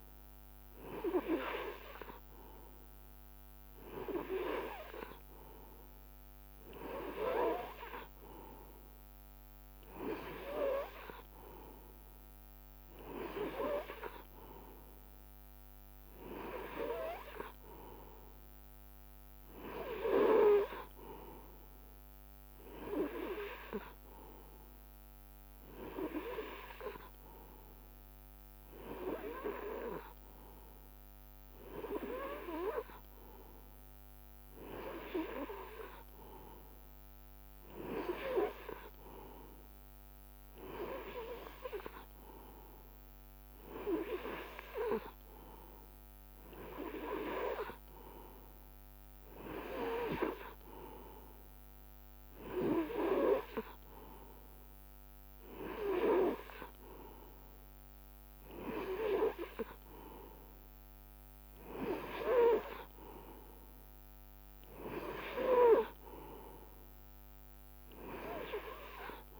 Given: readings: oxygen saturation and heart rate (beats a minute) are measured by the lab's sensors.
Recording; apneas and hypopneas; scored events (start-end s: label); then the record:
breathing in sleep by a microphone on the trachea; none
36.00-38.00 s: long interval between heartbeats (device-marked, heart rate 62 before, 71 extreme)
From the record:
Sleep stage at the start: N2 (light sleep); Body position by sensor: on the right side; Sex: male